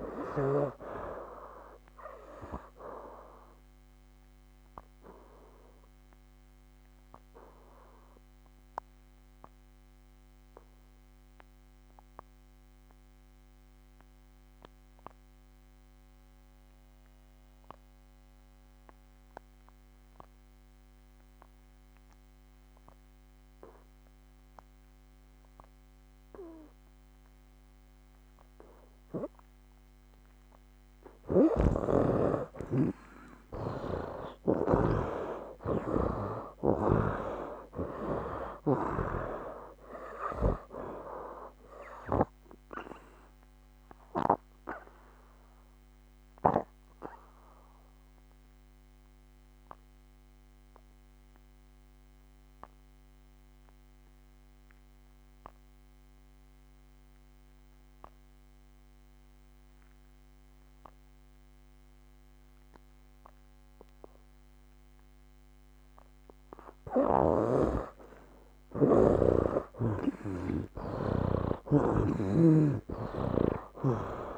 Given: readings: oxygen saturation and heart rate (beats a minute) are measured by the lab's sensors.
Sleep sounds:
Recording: breathing in sleep by a microphone on the trachea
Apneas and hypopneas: 2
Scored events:
0.00-24.50 s: oxygen desaturation (device-marked, oxygen 72% lowest, heart rate 63 extreme)
4.50-29.50 s: obstructive apnea (oxygen 98% before, 72% lowest, heart rate 70 before, 63 extreme, up 8 after)
31.00-39.00 s: snoring (device-marked)
32.00-36.50 s: arousal
33.50-62.50 s: oxygen desaturation (device-marked, oxygen 98% before, 74% lowest, heart rate 65 before, 63 extreme)
42.50-66.50 s: obstructive apnea (oxygen 98% before, 74% lowest, heart rate 68 before, 63 extreme, up 11 after)
67.00-71.50 s: snoring (device-marked)
70.00-74.00 s: arousal
From the record:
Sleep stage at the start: N2 (light sleep)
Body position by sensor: on the back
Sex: male

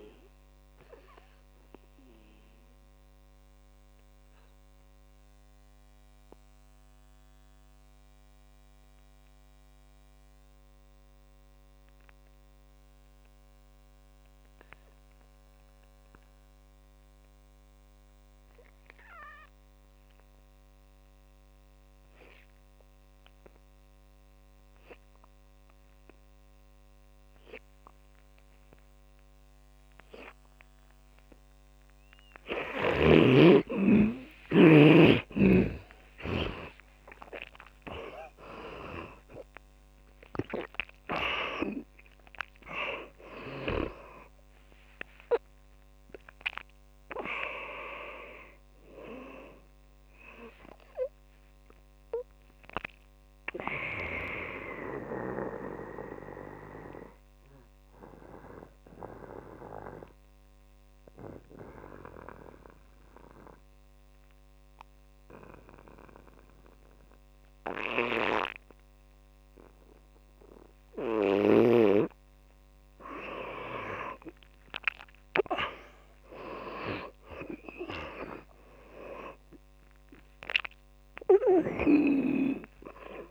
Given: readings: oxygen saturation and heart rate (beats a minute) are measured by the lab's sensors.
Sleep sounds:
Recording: breathing in sleep by a microphone on the trachea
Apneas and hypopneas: 2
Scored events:
0.00-22.00 s: oxygen desaturation (device-marked, oxygen 79% lowest, heart rate 48 extreme)
0.50-34.50 s: mixed apnea (oxygen 100% before, 79% lowest, heart rate 58 before, 48 extreme, up 27 after)
28.00-65.00 s: oxygen desaturation (device-marked, oxygen 100% before, 79% lowest, heart rate 57 before, 48 extreme)
36.00-41.50 s: arousal
55.00-72.00 s: mixed apnea (oxygen 100% before, 79% lowest, heart rate 76 before, 62 extreme, up 10 after)
75.50-80.00 s: arousal
77.00-83.31 s: oxygen desaturation (device-marked, oxygen 100% before, 87% lowest, heart rate 68 before, 55 extreme)
From the record:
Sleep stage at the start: N2 (light sleep)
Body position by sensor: on the back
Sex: male

